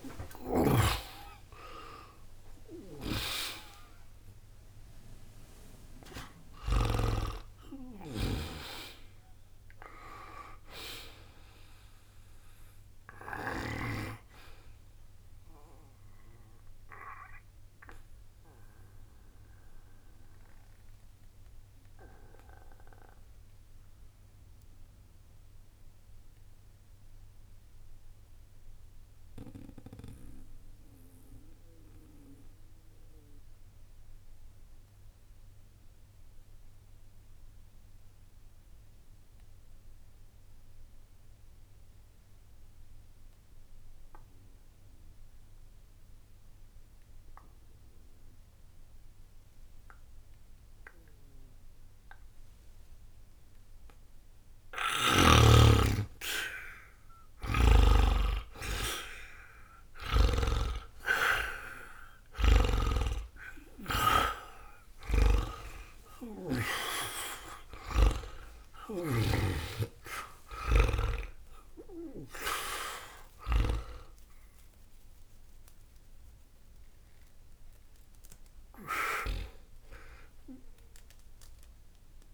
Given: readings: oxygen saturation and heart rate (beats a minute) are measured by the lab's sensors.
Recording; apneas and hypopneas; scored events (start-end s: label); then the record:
breathing in sleep by a room microphone; 1
1.00-13.00 s: oxygen desaturation (device-marked, oxygen 89% before, 85% lowest, heart rate 64 before, 60 extreme)
2.50-8.50 s: snoring (device-marked)
14.00-53.50 s: obstructive apnea (oxygen 90% before, 76% lowest, heart rate 65 before, 60 extreme, up 6 after)
19.00-38.00 s: oxygen desaturation (device-marked, oxygen 87% before, 76% lowest, heart rate 63 before, 60 extreme)
51.00-82.33 s: oxygen desaturation (device-marked, oxygen 99% before, 77% lowest, heart rate 60 before, 60 extreme)
55.50-59.00 s: arousal
57.50-66.50 s: snoring (device-marked)
From the record:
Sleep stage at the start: N2 (light sleep); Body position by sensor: on the back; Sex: male